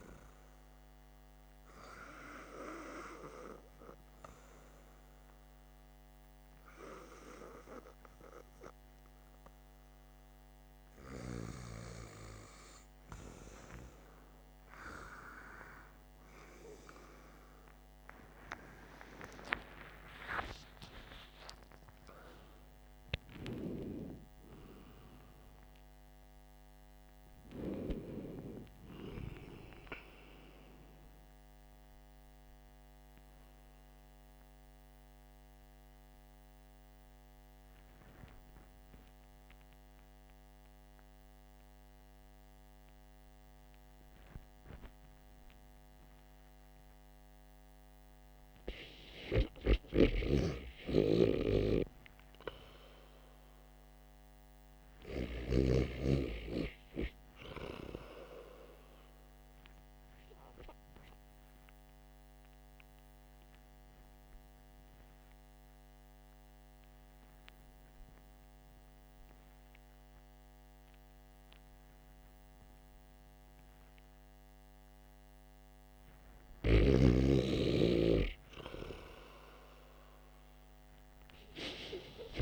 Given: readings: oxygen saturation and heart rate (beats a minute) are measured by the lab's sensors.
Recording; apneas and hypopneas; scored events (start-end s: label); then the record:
breathing in sleep by a microphone on the trachea; 2
0.00-4.00 s: arousal
14.00-45.00 s: oxygen desaturation (device-marked, oxygen 96% before, 84% lowest, heart rate 58 before, 48 extreme)
18.00-22.50 s: arousal
32.50-47.50 s: hypopnea (oxygen 96% before, 84% lowest, heart rate 71 before, 48 extreme)
51.00-55.00 s: arousal
60.00-75.50 s: obstructive apnea (oxygen 99% before, 92% lowest, heart rate 55 before, 48 extreme, up 4 after)
62.00-82.00 s: oxygen desaturation (device-marked, oxygen 99% before, 93% lowest, heart rate 54 before, 48 extreme)
From the record:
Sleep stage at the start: REM sleep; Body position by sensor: on the back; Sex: male